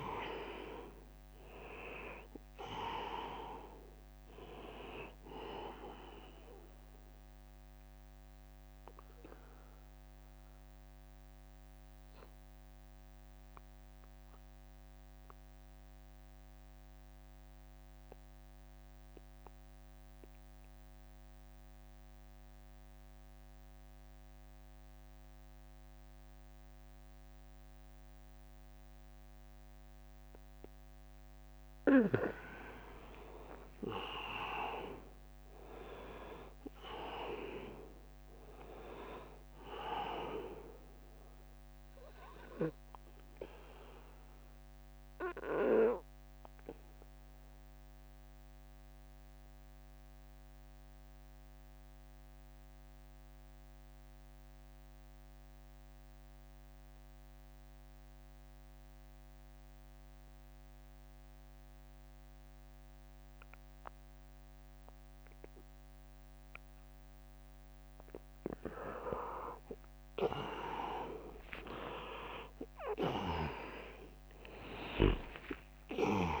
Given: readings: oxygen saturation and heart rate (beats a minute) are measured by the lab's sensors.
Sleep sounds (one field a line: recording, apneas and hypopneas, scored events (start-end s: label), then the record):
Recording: breathing in sleep by a microphone on the trachea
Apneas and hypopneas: 2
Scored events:
0.00-7.50 s: drop in pulse transit time (device-marked, heart rate 79 extreme)
0.00-23.50 s: oxygen desaturation (device-marked, oxygen 83% lowest, heart rate 68 extreme)
7.50-30.50 s: mixed apnea (oxygen 100% before, 83% lowest, heart rate 85 before, 68 extreme, up 16 after)
16.00-18.00 s: long interval between heartbeats (device-marked, heart rate 82 before, 82 extreme)
32.50-37.50 s: arousal
33.50-45.50 s: drop in pulse transit time (device-marked, heart rate 76 before, 82 extreme)
36.50-57.50 s: oxygen desaturation (device-marked, oxygen 100% before, 87% lowest, heart rate 77 before, 69 extreme)
45.00-67.50 s: mixed apnea (oxygen 100% before, 83% lowest, heart rate 80 before, 69 extreme, up 14 after)
70.50-75.00 s: arousal
71.50-76.40 s: drop in pulse transit time (device-marked, heart rate 75 before, 77 extreme)
71.50-76.40 s: oxygen desaturation (device-marked, oxygen 100% before, 83% lowest, heart rate 75 before, 72 extreme)
From the record:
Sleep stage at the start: N2 (light sleep)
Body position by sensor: on the back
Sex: male